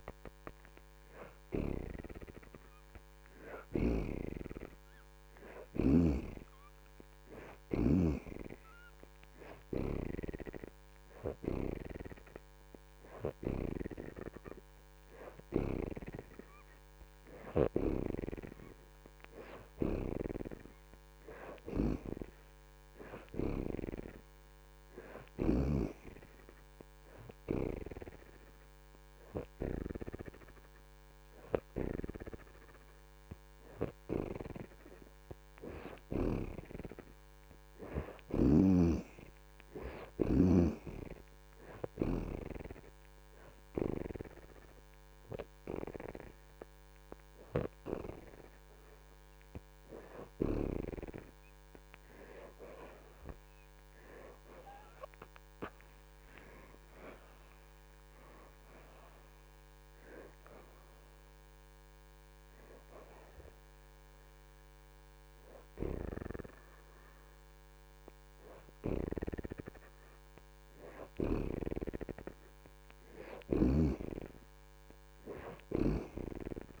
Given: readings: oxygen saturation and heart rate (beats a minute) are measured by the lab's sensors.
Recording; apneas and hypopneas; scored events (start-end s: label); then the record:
breathing in sleep by a microphone on the trachea; none
0.00-16.50 s: oxygen desaturation (device-marked, oxygen 62% lowest)
42.50-47.50 s: oxygen desaturation (device-marked, oxygen 69% before, 63% lowest)
54.00-59.00 s: arousal
57.50-69.50 s: oxygen desaturation (device-marked, oxygen 67% before, 60% lowest)
From the record:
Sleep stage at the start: N2 (light sleep); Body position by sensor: on the back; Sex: female